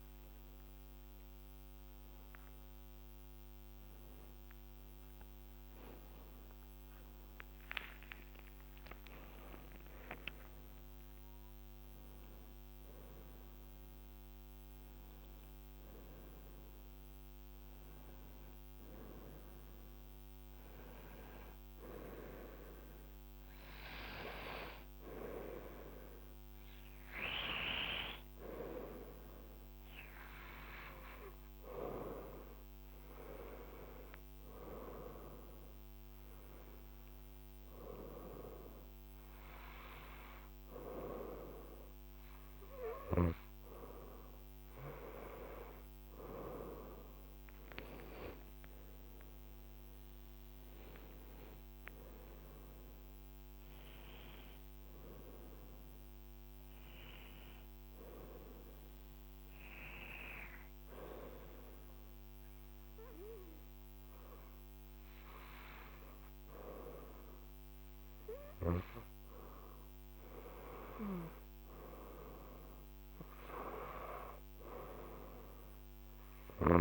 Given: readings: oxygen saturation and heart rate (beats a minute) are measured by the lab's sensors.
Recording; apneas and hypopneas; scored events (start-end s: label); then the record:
breathing in sleep by a microphone on the trachea; none
0.00-6.50 s: arousal
47.50-52.00 s: arousal
From the record:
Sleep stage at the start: N2 (light sleep); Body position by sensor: on the right side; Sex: female